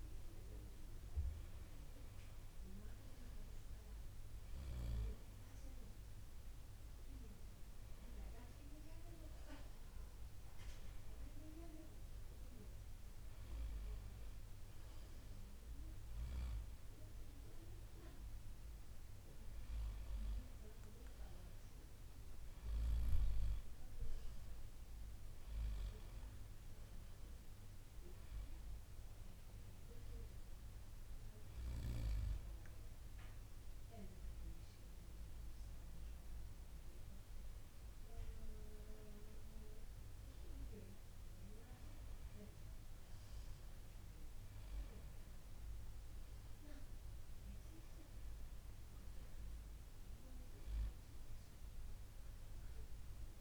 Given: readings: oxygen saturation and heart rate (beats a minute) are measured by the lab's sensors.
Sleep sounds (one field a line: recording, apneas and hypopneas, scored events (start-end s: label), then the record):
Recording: breathing in sleep by a room microphone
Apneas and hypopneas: none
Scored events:
none scored
From the record:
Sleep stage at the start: N2 (light sleep)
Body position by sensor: on the right side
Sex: male